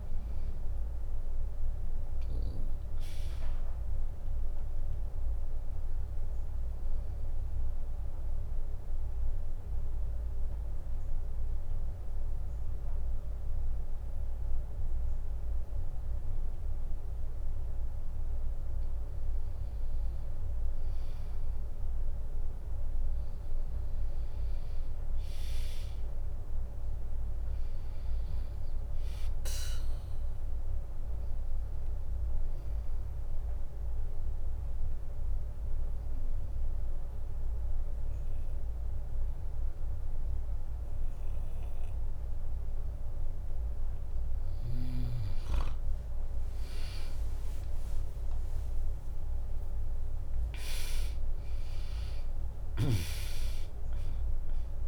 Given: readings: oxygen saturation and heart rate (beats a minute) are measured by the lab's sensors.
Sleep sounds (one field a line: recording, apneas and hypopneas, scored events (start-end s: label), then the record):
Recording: breathing in sleep, hard to hear, by a room microphone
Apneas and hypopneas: 2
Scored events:
0.00-1.00 s: drop in pulse transit time (device-marked, heart rate 63 extreme)
0.00-15.00 s: oxygen desaturation (device-marked, oxygen 94% lowest, heart rate 60 extreme)
6.50-19.00 s: obstructive apnea (oxygen 99% before, 94% lowest, heart rate 74 before, 60 extreme)
21.00-24.50 s: arousal
33.00-44.50 s: obstructive apnea (oxygen 100% before, 95% lowest, heart rate 65 before, 63 extreme, up 4 after)
47.50-51.00 s: arousal
48.00-54.88 s: drop in pulse transit time (device-marked, heart rate 63 before, 64 extreme)
From the record:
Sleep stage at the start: N2 (light sleep)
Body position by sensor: on the back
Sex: female